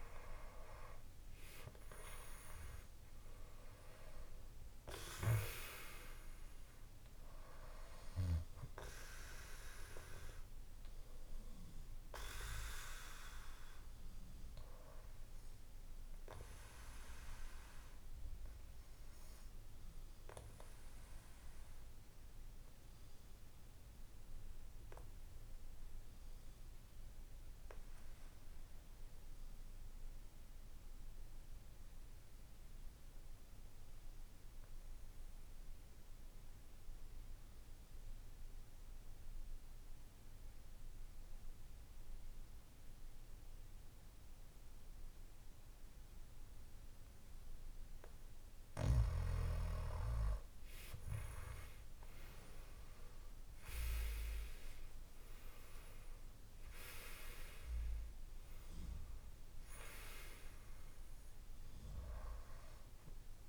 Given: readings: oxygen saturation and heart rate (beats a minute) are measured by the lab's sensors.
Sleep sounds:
breathing in sleep by a room microphone; 1
0.00-1.50 s: arousal
0.00-34.00 s: oxygen desaturation (device-marked, oxygen 98% before, 89% lowest, heart rate 56 before, 55 extreme)
16.50-48.00 s: obstructive apnea (oxygen 98% before, 88% lowest, heart rate 58 before, 55 extreme, up 10 after)
50.00-53.50 s: arousal
55.00-63.49 s: oxygen desaturation (device-marked, oxygen 97% before, 88% lowest, heart rate 58 before, 56 extreme)
From the record:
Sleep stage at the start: N2 (light sleep); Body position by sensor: on the back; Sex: male

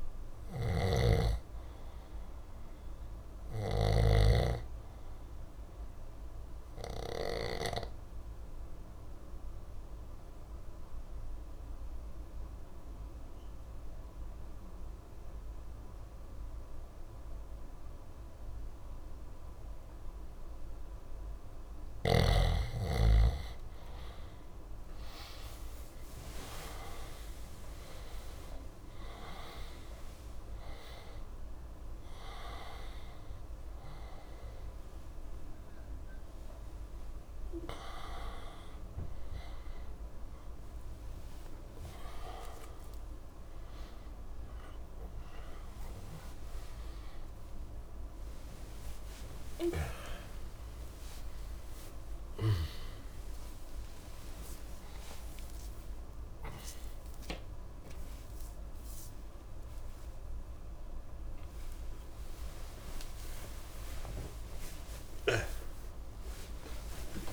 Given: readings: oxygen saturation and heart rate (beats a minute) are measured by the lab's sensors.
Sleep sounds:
a person partly awake in a sleep study, by a room microphone; 1
0.00-16.00 s: oxygen desaturation (device-marked, oxygen 89% lowest, heart rate 59 extreme)
0.50-4.50 s: snoring (device-marked)
5.50-21.00 s: obstructive apnea (oxygen 97% before, 88% lowest, heart rate 63 before, 59 extreme, up 5 after)
23.00-26.50 s: arousal
27.00-58.00 s: oxygen desaturation (device-marked, oxygen 97% before, 88% lowest)
44.00-67.33 s: new sleep stage, awake
From the record:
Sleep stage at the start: N2 (light sleep); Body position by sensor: on the back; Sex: male

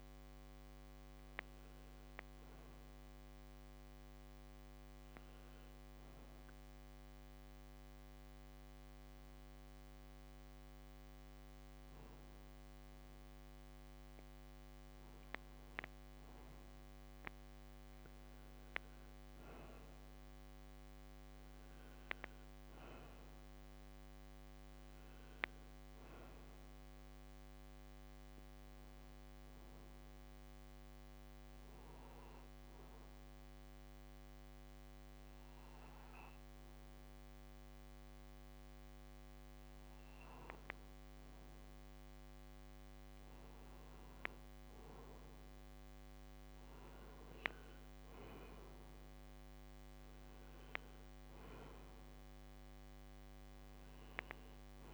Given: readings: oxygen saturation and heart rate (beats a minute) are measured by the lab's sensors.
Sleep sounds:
breathing in sleep, hard to hear, by a microphone on the trachea; 2
5.50-15.50 s: mixed apnea (oxygen 95% before, 91% lowest, heart rate 87 before, 52 extreme, up 56 after)
16.50-20.00 s: arousal
30.00-40.50 s: obstructive apnea (oxygen 95% before, 90% lowest, heart rate 70 before, 65 extreme)
43.50-48.00 s: arousal
53.00-54.93 s: oxygen desaturation (device-marked, oxygen 95% before, 91% lowest, heart rate 66 before, 66 extreme)
From the record:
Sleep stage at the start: N2 (light sleep); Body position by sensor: on the back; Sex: male

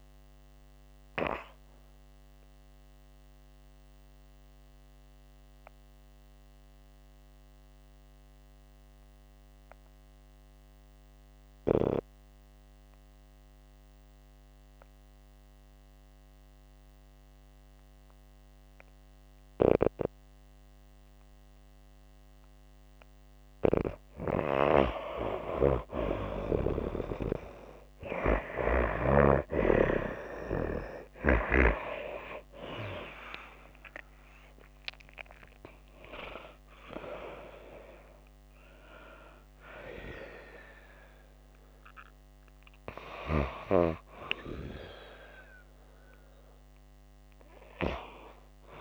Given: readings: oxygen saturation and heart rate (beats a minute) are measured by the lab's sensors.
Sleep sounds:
breathing in sleep by a microphone on the trachea; 1
0.00-16.00 s: oxygen desaturation (device-marked, oxygen 90% lowest, heart rate 53 extreme)
1.50-22.00 s: obstructive apnea (oxygen 96% before, 89% lowest)
19.00-28.50 s: snoring (device-marked)
28.00-40.00 s: oxygen desaturation (device-marked, oxygen 94% before, 89% lowest)
29.50-34.50 s: arousal
41.00-45.50 s: arousal
From the record:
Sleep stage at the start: N2 (light sleep); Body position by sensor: on the back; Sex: female

